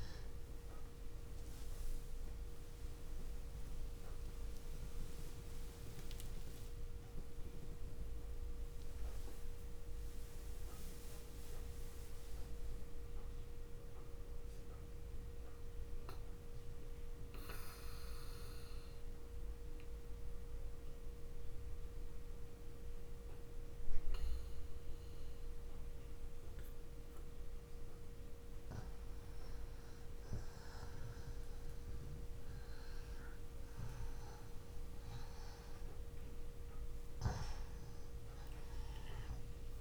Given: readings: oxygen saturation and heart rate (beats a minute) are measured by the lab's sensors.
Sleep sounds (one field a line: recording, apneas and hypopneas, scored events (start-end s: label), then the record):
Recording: breathing in sleep, hard to hear, by a room microphone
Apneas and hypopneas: 1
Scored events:
0.00-16.00 s: oxygen desaturation (device-marked, oxygen 85% lowest, heart rate 37 extreme)
4.00-30.00 s: obstructive apnea (oxygen 98% before, 85% lowest, heart rate 47 before, 37 extreme, up 17 after)
36.50-39.81 s: arousal
From the record:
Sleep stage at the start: N2 (light sleep)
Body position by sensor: on the back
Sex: male